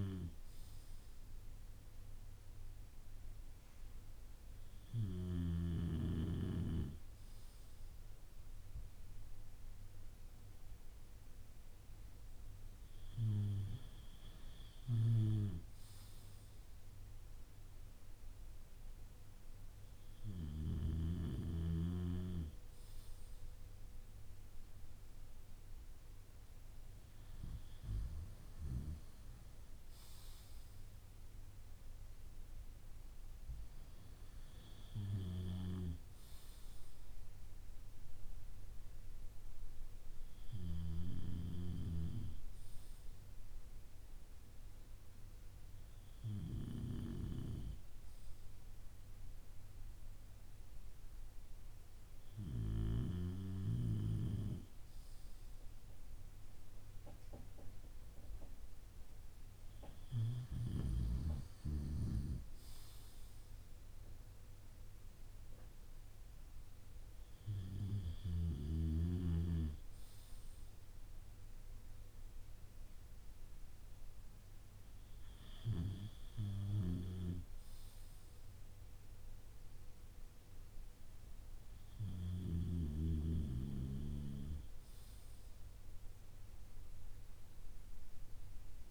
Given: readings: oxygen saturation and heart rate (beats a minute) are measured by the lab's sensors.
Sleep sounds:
breathing in sleep by a room microphone; none
none scored
From the record:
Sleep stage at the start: N2 (light sleep); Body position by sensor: on the back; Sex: male

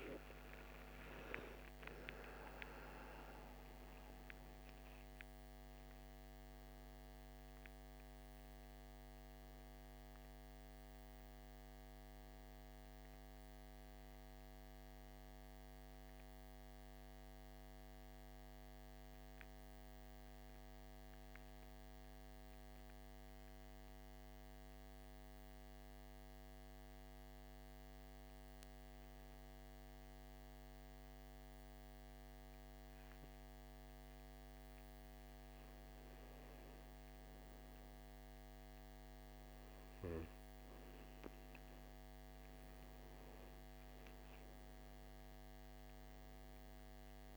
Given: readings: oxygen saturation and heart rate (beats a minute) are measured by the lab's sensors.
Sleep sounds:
breathing in sleep, hard to hear, by a microphone on the trachea; 1
0.00-5.00 s: arousal
0.50-22.50 s: oxygen desaturation (device-marked, oxygen 97% before, 88% lowest, heart rate 59 before, 54 extreme)
17.50-28.50 s: central apnea (oxygen 97% before, 90% lowest, heart rate 67 before, 54 extreme, up 7 after)
30.00-34.50 s: arousal
39.50-47.37 s: oxygen desaturation (device-marked, oxygen 99% before, 91% lowest, heart rate 57 before, 56 extreme)
From the record:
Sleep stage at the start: N2 (light sleep); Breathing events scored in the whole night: 504 in 6.9 hours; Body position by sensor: on the back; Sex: male

